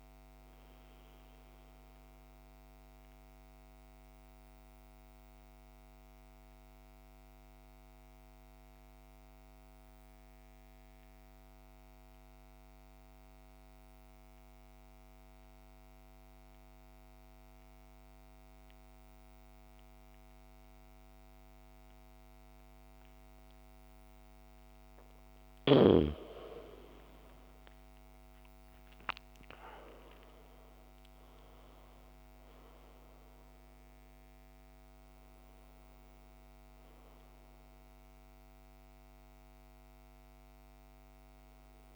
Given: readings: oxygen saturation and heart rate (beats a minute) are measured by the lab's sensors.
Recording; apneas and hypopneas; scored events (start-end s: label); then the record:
breathing in sleep by a microphone on the trachea; 1
0.00-18.00 s: oxygen desaturation (device-marked, oxygen 83% lowest, heart rate 52 extreme)
1.00-25.50 s: mixed apnea (oxygen 100% before, 83% lowest, heart rate 60 before, 53 extreme, up 16 after)
28.00-32.50 s: arousal
28.00-41.96 s: oxygen desaturation (device-marked, oxygen 99% before, 85% lowest, heart rate 55 before, 54 extreme)
From the record:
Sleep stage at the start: N2 (light sleep); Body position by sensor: on the back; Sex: male